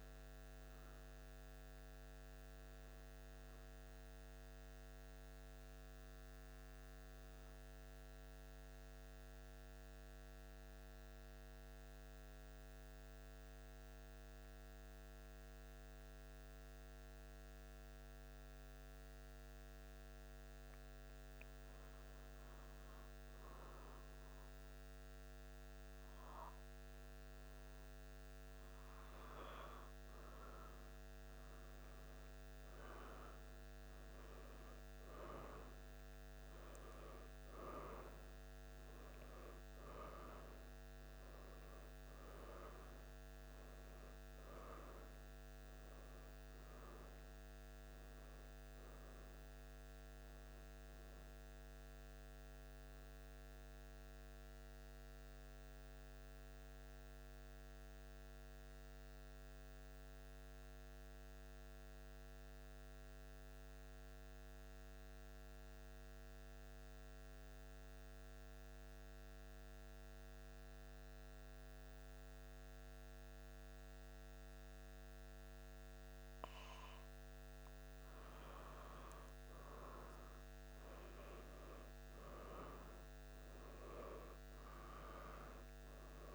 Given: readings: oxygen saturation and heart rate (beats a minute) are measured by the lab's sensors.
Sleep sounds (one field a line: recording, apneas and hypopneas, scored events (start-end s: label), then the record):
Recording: breathing in sleep by a microphone on the trachea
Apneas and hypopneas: 2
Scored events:
7.00-21.00 s: central apnea (oxygen 97% before, 91% lowest, heart rate 78 before, 76 extreme, up 1 after)
7.00-86.35 s: new sleep stage, N2 (light sleep)
23.50-28.00 s: arousal
36.00-48.00 s: oxygen desaturation (device-marked, oxygen 96% before, 91% lowest, heart rate 77 before, 73 extreme)
53.50-77.00 s: mixed apnea (oxygen 96% before, 92% lowest, heart rate 77 before, 73 extreme, up 1 after)
From the record:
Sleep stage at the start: N1 (lightest sleep)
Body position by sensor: on the back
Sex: male